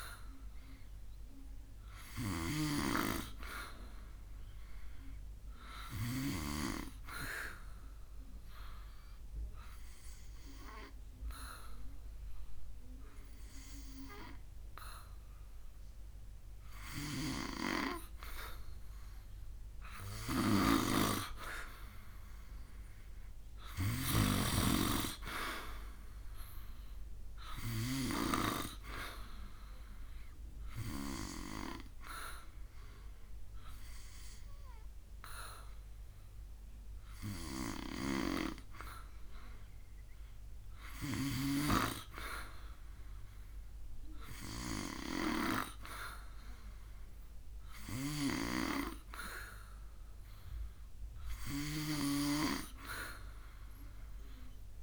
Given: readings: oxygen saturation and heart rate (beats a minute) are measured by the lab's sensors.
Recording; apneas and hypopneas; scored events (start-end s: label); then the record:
breathing in sleep by a room microphone; 1
7.00-17.00 s: obstructive apnea (oxygen 92% before, 89% lowest, heart rate 75 before, 70 extreme)
20.00-24.00 s: arousal
20.00-24.00 s: snoring (device-marked)
49.00-54.83 s: oxygen desaturation (device-marked, oxygen 93% before, 89% lowest, heart rate 75 before, 75 extreme)
From the record:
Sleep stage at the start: N2 (light sleep); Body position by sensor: on the back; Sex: male